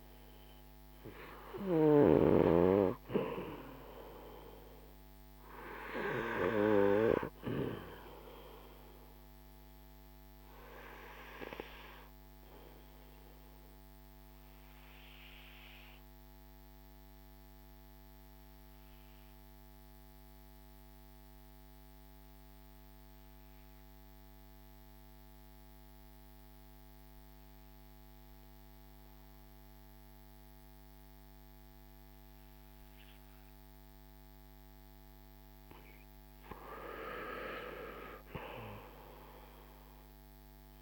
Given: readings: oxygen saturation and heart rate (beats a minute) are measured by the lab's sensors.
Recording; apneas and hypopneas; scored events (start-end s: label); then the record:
breathing in sleep by a microphone on the trachea; 1
5.50-29.50 s: oxygen desaturation (device-marked, oxygen 96% before, 91% lowest, heart rate 53 before, 40 extreme)
10.00-36.50 s: obstructive apnea (oxygen 96% before, 91% lowest, heart rate 55 before, 40 extreme, up 5 after)
37.50-40.82 s: arousal
From the record:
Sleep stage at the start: N2 (light sleep); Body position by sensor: on the back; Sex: male